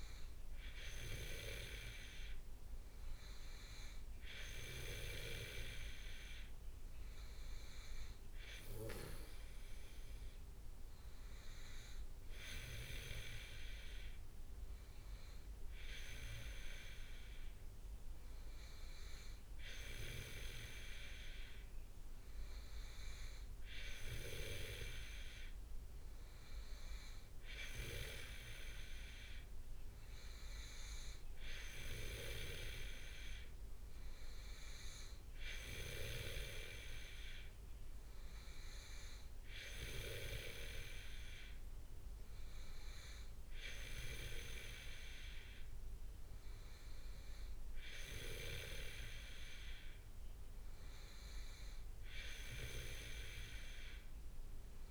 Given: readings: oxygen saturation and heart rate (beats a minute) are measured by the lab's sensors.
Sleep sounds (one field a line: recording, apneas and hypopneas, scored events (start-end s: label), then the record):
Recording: breathing in sleep by a room microphone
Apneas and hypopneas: none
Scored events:
none scored
From the record:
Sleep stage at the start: N2 (light sleep)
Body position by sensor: on the back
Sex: male